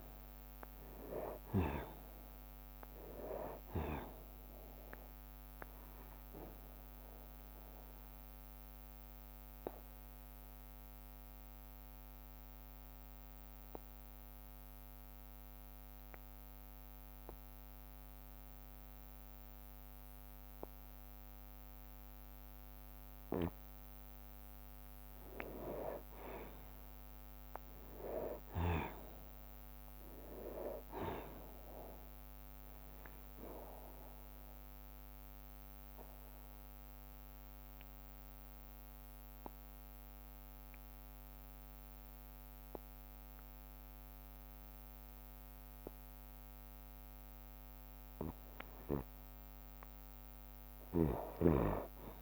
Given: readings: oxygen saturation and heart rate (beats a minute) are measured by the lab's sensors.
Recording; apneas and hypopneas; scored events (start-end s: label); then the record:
breathing in sleep by a microphone on the trachea; 2
0.00-1.00 s: long interval between heartbeats (device-marked, heart rate 70 extreme)
0.00-9.50 s: drop in pulse transit time (device-marked, heart rate 64 extreme)
0.00-23.50 s: oxygen desaturation (device-marked, oxygen 88% lowest, heart rate 58 extreme)
7.00-24.50 s: obstructive apnea (oxygen 98% before, 88% lowest, heart rate 65 before, 58 extreme, up 8 after)
10.50-22.50 s: bradycardia (device-marked, heart rate 64 before, 58 extreme)
25.50-39.50 s: drop in pulse transit time (device-marked, heart rate 61 before, 61 extreme)
26.00-29.50 s: arousal
35.00-48.00 s: obstructive apnea (oxygen 97% before, 90% lowest, heart rate 61 before, 61 extreme, up 2 after)
43.50-51.50 s: oxygen desaturation (device-marked, oxygen 94% before, 90% lowest, heart rate 64 before, 54 extreme)
From the record:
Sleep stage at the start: N2 (light sleep); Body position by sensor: on the back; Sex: male